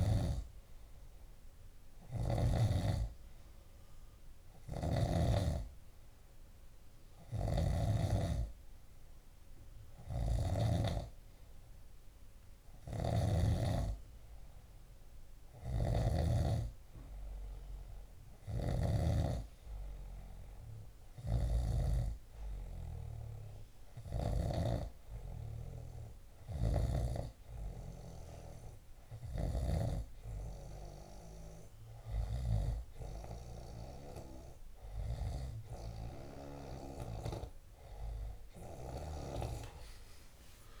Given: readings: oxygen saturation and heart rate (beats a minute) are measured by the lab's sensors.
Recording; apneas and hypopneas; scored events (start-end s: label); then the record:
breathing in sleep by a room microphone; 1
0.00-3.00 s: snoring (device-marked)
1.50-36.00 s: hypopnea (oxygen 95% before, 93% lowest)
7.50-11.00 s: snoring (device-marked)
13.00-16.50 s: snoring (device-marked)
18.50-30.00 s: snoring (device-marked)
From the record:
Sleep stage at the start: N2 (light sleep); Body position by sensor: on the left side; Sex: male